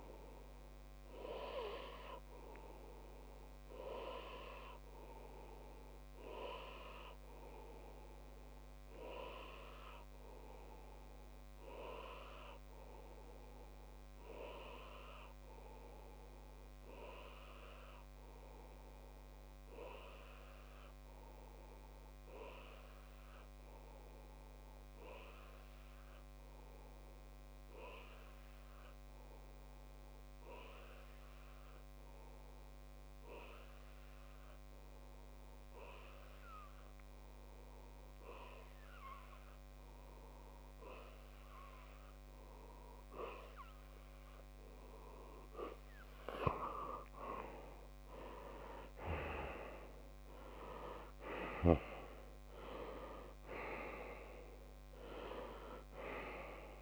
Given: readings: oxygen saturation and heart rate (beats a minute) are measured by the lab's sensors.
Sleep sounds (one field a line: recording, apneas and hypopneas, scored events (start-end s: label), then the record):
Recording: breathing in sleep by a microphone on the trachea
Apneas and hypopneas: 1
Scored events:
1.50-46.00 s: obstructive apnea (oxygen 98% before, 93% lowest)
38.50-56.82 s: oxygen desaturation (device-marked, oxygen 98% before, 94% lowest)
47.50-51.00 s: arousal
From the record:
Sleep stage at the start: N2 (light sleep)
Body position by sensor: on the left side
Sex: male